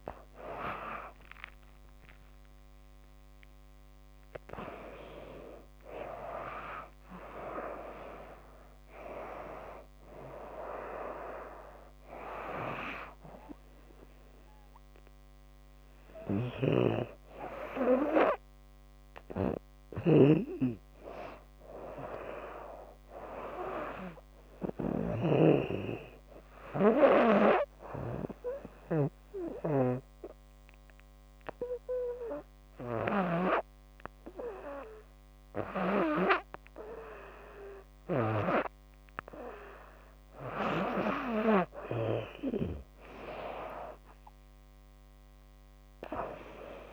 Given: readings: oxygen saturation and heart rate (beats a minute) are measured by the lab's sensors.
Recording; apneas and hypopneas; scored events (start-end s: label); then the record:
breathing in sleep by a microphone on the trachea; 1
6.50-21.50 s: oxygen desaturation (device-marked, oxygen 91% before, 87% lowest, heart rate 93 before, 70 extreme)
15.50-41.50 s: snoring (device-marked)
20.50-23.50 s: arousal
27.00-38.50 s: hypopnea (oxygen 100% before, 93% lowest, heart rate 96 before, 70 extreme, up 14 after)
41.00-46.00 s: arousal
42.50-46.92 s: oxygen desaturation (device-marked, oxygen 98% before, 93% lowest, heart rate 82 before, 68 extreme)
From the record:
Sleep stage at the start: N2 (light sleep); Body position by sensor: on the back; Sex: female